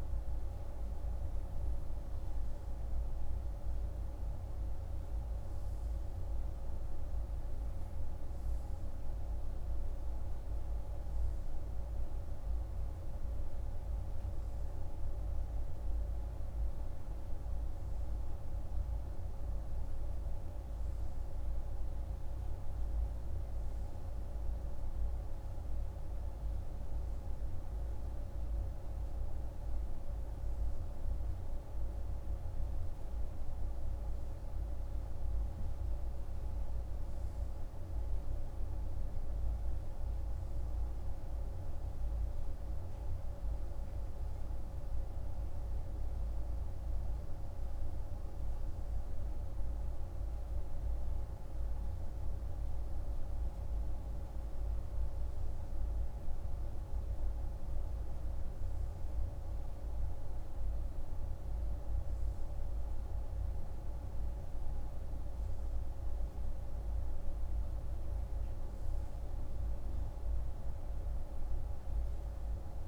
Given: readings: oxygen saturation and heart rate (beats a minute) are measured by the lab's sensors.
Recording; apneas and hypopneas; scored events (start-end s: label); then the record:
breathing in sleep, hard to hear, by a room microphone; none
none scored
From the record:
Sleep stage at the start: N2 (light sleep); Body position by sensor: on the right side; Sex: male